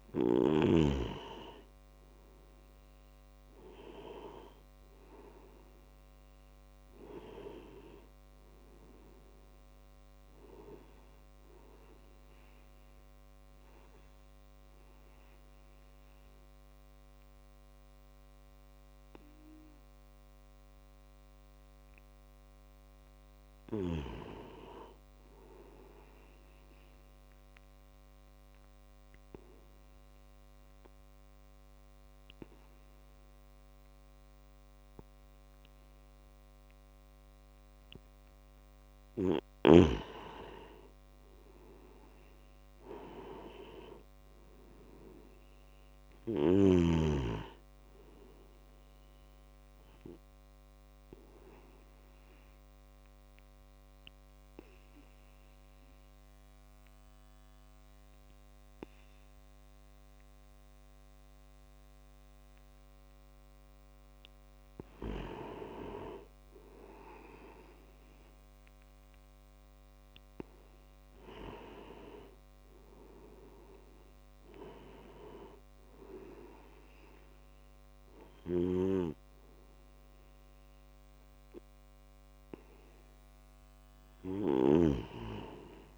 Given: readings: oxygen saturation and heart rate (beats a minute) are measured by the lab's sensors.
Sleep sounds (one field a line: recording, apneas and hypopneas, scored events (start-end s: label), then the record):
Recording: breathing in sleep by a microphone on the trachea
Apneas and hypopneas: 3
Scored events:
12.50-22.50 s: obstructive apnea (oxygen 97% before, 91% lowest, heart rate 46 before, 53 extreme, up 19 after)
24.00-26.50 s: arousal
28.50-39.00 s: obstructive apnea (oxygen 97% before, 91% lowest, heart rate 51 before, 52 extreme, up 5 after)
36.00-46.00 s: oxygen desaturation (device-marked, oxygen 96% before, 93% lowest, heart rate 60 before, 52 extreme)
43.00-47.00 s: arousal
51.50-63.50 s: obstructive apnea (oxygen 96% before, 91% lowest, heart rate 59 before, 52 extreme, up 22 after)
55.00-63.00 s: oxygen desaturation (device-marked, oxygen 95% before, 91% lowest, heart rate 59 before, 52 extreme)
64.00-68.00 s: arousal
74.00-85.98 s: oxygen desaturation (device-marked, oxygen 97% before, 92% lowest, heart rate 61 before, 53 extreme)
78.50-85.00 s: snoring (device-marked)
From the record:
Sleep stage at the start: N2 (light sleep)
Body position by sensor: on the back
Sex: male